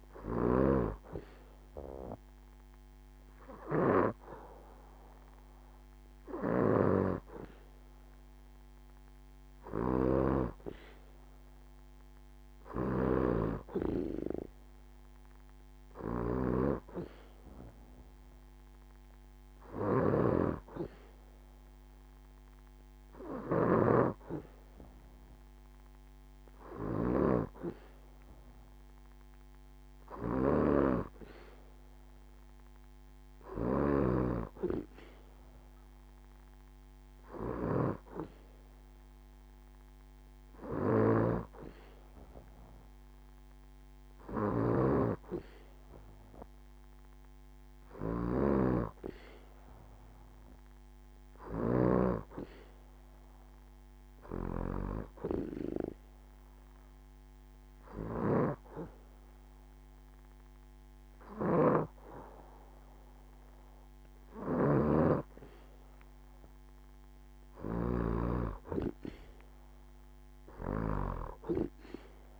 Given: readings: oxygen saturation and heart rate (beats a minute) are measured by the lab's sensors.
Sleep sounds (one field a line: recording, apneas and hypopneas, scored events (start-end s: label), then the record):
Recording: breathing in sleep by a microphone on the trachea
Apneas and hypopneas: none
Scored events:
none scored
From the record:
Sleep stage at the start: N2 (light sleep)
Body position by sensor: on the back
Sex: female